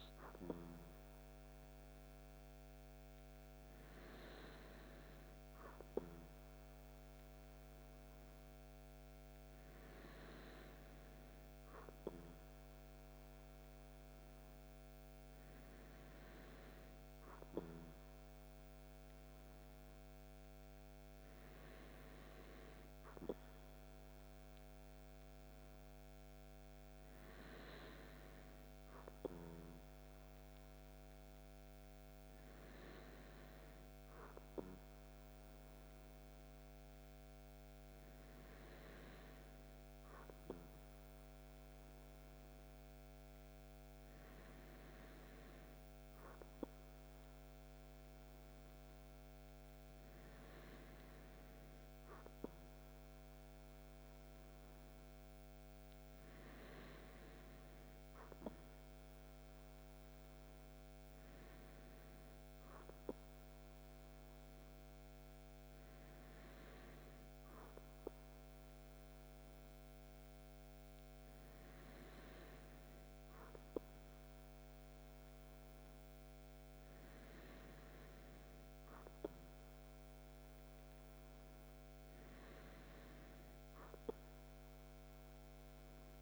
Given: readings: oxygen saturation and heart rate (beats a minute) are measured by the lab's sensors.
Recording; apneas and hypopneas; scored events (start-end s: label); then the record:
breathing in sleep, hard to hear, by a microphone on the trachea; none
none scored
From the record:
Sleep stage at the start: N2 (light sleep); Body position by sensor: on the back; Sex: male